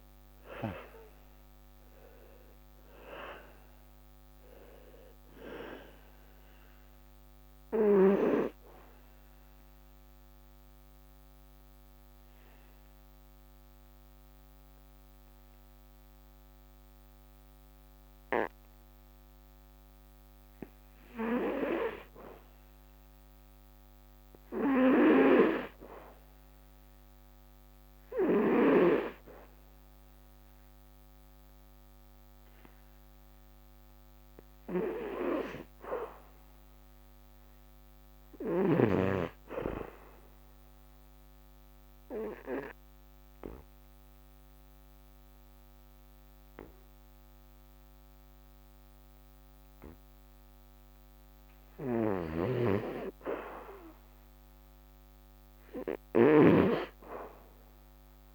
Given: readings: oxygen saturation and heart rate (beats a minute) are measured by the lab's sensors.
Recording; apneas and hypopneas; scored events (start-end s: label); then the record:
breathing in sleep by a microphone on the trachea; 2
0.00-3.00 s: arousal
0.00-3.50 s: oxygen desaturation (device-marked, oxygen 87% lowest, heart rate 62 extreme)
9.00-21.00 s: obstructive apnea (oxygen 97% before, 80% lowest, heart rate 72 before, 66 extreme, up 3 after)
20.50-30.50 s: oxygen desaturation (device-marked, oxygen 92% before, 80% lowest, heart rate 78 before, 66 extreme)
32.50-36.50 s: arousal
39.50-46.50 s: oxygen desaturation (device-marked, oxygen 98% before, 90% lowest, heart rate 71 before, 68 extreme)
40.50-53.00 s: obstructive apnea (oxygen 98% before, 84% lowest, heart rate 70 before, 68 extreme, up 6 after)
From the record:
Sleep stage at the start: N2 (light sleep); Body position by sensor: on the back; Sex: male